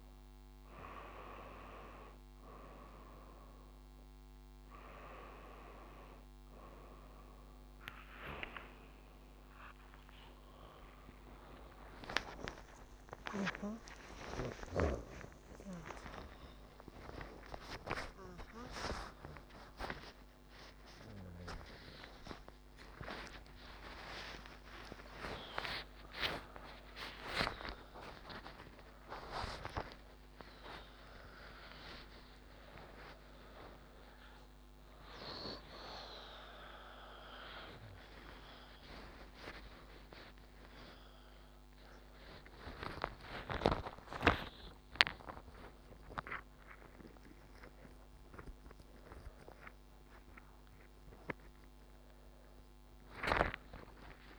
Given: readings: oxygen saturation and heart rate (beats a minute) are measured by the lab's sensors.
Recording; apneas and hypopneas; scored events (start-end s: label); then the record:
a person awake in a sleep study, by a microphone on the trachea; none
14.50-16.50 s: long interval between heartbeats (device-marked, heart rate 71 before, 86 extreme)
16.50-18.50 s: long interval between heartbeats (device-marked, heart rate 72 before, 99 extreme)
19.50-21.50 s: long interval between heartbeats (device-marked, heart rate 77 before, 119 extreme)
22.00-24.00 s: long interval between heartbeats (device-marked, heart rate 84 before, 125 extreme)
27.50-29.50 s: long interval between heartbeats (device-marked, heart rate 98 before, 116 extreme)
29.50-31.50 s: long interval between heartbeats (device-marked, heart rate 103 before, 137 extreme)
34.00-36.00 s: long interval between heartbeats (device-marked, heart rate 119 before, 114 extreme)
37.00-39.00 s: long interval between heartbeats (device-marked, heart rate 124 before, 144 extreme)
42.00-44.00 s: long interval between heartbeats (device-marked, heart rate 130 before, 100 extreme)
44.00-46.00 s: long interval between heartbeats (device-marked, heart rate 128 before, 109 extreme)
47.50-49.50 s: long interval between heartbeats (device-marked, heart rate 128 before, 116 extreme)
From the record:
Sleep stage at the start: awake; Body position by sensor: on the back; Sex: female